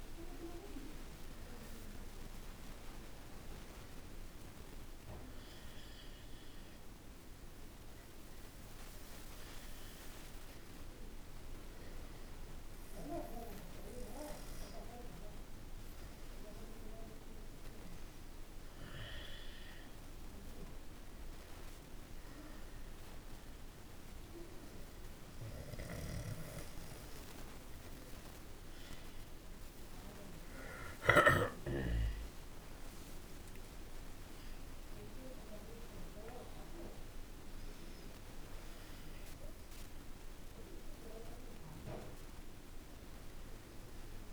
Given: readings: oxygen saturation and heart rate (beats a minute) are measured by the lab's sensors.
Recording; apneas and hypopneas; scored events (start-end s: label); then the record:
a person awake in a sleep study, by a room microphone; none
12.00-44.33 s: new sleep stage, awake
From the record:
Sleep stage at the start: N1 (lightest sleep); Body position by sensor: on the back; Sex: male